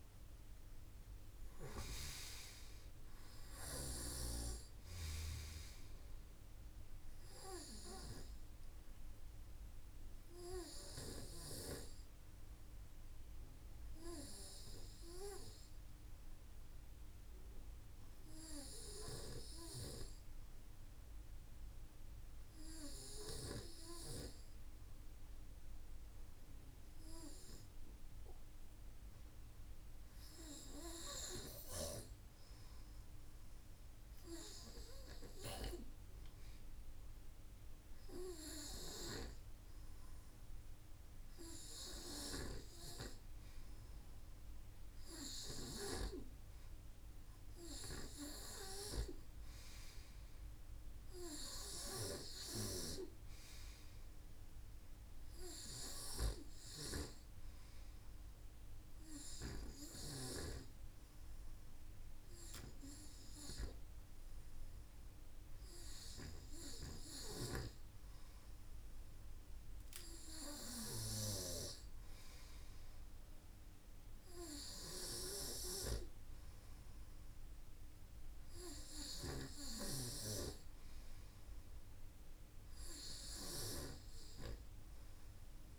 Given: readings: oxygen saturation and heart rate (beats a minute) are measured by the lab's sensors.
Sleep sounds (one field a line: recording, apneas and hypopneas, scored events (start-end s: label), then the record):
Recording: breathing in sleep by a room microphone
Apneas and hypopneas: none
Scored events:
55.00-59.50 s: snoring (device-marked)
66.00-78.50 s: snoring (device-marked)
From the record:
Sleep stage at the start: N2 (light sleep)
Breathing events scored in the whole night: 273 in 4.9 hours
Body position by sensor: on the right side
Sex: male